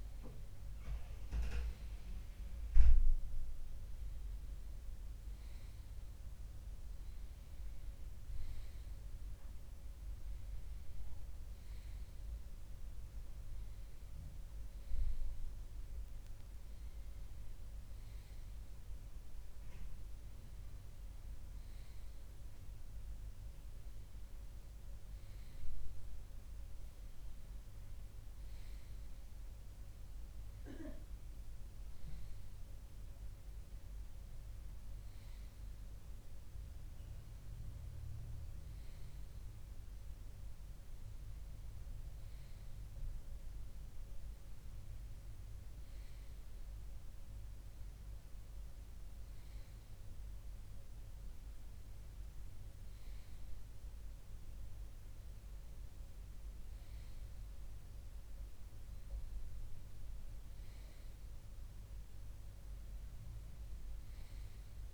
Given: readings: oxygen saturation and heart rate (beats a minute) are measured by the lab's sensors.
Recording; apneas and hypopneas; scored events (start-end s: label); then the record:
breathing in sleep, hard to hear, by a room microphone; none
39.00-43.00 s: bradycardia (device-marked, heart rate 61 before, 59 extreme)
56.00-58.00 s: bradycardia (device-marked, heart rate 61 before, 59 extreme)
From the record:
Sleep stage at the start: N2 (light sleep); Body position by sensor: on the left side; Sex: male